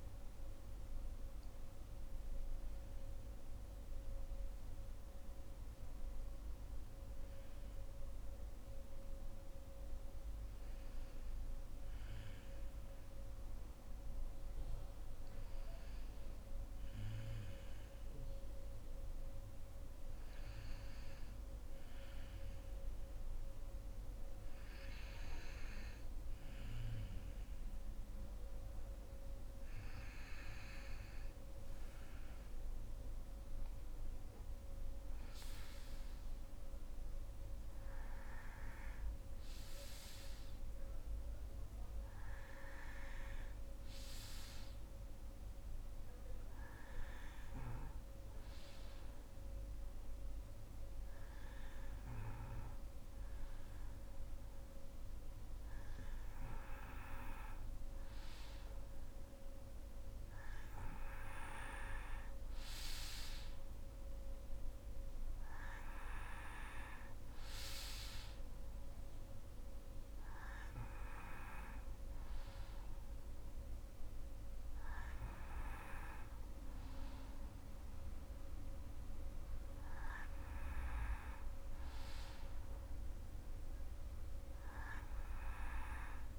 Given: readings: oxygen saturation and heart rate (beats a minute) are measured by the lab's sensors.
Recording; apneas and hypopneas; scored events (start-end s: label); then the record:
breathing in sleep by a room microphone; none
0.00-11.00 s: oxygen desaturation (device-marked, oxygen 90% lowest, heart rate 58 extreme)
61.00-80.00 s: oxygen desaturation (device-marked, oxygen 94% before, 89% lowest, heart rate 64 before, 64 extreme)
From the record:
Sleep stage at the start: N2 (light sleep); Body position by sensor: on the right side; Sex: female